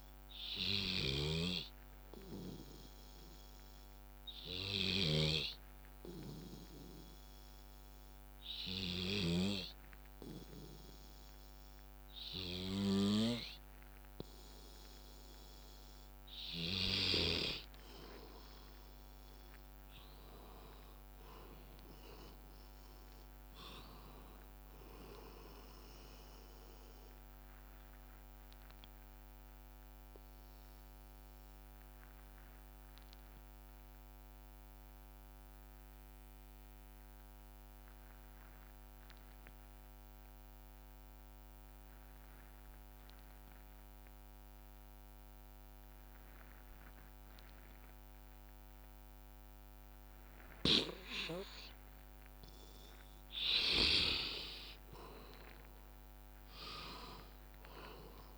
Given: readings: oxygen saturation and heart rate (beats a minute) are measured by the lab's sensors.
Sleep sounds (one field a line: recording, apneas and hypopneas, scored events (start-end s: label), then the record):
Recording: breathing in sleep by a microphone on the trachea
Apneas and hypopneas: 2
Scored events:
0.00-9.50 s: snoring (device-marked)
1.00-16.50 s: obstructive apnea (oxygen 99% before, 90% lowest, heart rate 64 before, 55 extreme, up 16 after)
18.50-30.50 s: drop in pulse transit time (device-marked, heart rate 64 before, 64 extreme)
19.00-24.00 s: arousal
28.50-34.50 s: bradycardia (device-marked, heart rate 65 before, 55 extreme)
30.50-54.00 s: obstructive apnea (oxygen 97% before, 88% lowest, heart rate 69 before, 55 extreme, up 18 after)
44.50-48.50 s: bradycardia (device-marked, heart rate 64 before, 59 extreme)
47.50-58.38 s: oxygen desaturation (device-marked, oxygen 98% before, 90% lowest, heart rate 61 before, 55 extreme)
54.50-58.38 s: drop in pulse transit time (device-marked, heart rate 60 before, 63 extreme)
55.50-58.38 s: arousal
From the record:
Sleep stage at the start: N2 (light sleep)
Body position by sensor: on the back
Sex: male